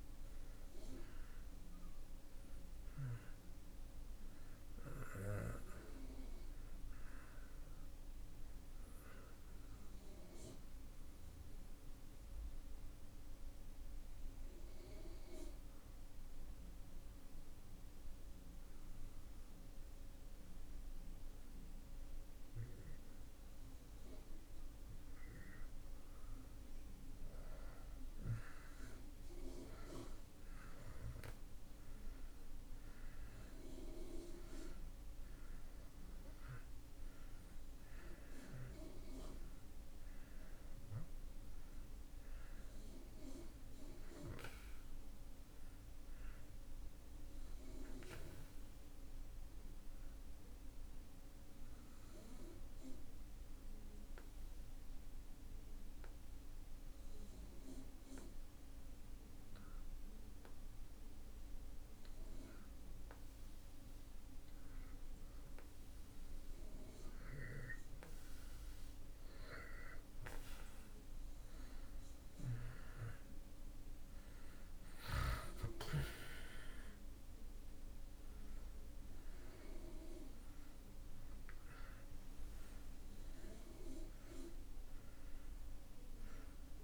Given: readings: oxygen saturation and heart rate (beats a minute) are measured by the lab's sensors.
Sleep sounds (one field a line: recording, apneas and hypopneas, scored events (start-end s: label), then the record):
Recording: breathing in sleep by a room microphone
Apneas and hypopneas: 2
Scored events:
2.00-21.00 s: oxygen desaturation (device-marked, oxygen 95% before, 88% lowest)
11.00-24.50 s: obstructive apnea (oxygen 95% before, 85% lowest)
27.00-32.00 s: arousal
39.00-63.00 s: oxygen desaturation (device-marked, oxygen 94% before, 85% lowest)
52.50-63.50 s: obstructive apnea (oxygen 94% before, 80% lowest)
65.00-70.00 s: arousal
78.00-86.00 s: oxygen desaturation (device-marked, oxygen 95% before, 89% lowest)
From the record:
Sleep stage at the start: N2 (light sleep)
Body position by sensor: on the back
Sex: male